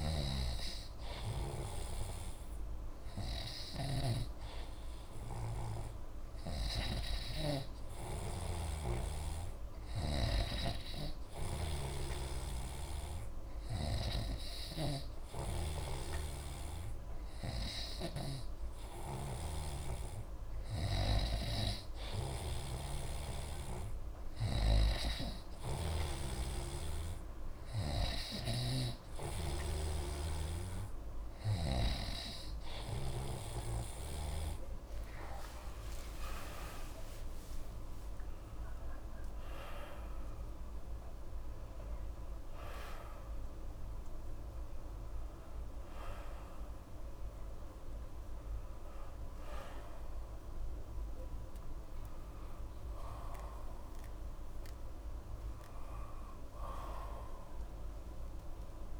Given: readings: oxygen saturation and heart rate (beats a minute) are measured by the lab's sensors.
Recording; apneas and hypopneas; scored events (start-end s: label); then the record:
a person partly awake in a sleep study, by a room microphone; none
0.00-8.00 s: snoring (device-marked)
12.50-16.00 s: snoring (device-marked)
25.50-32.00 s: snoring (device-marked)
35.00-59.00 s: new sleep stage, awake
From the record:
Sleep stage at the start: N2 (light sleep); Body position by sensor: on the right side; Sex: male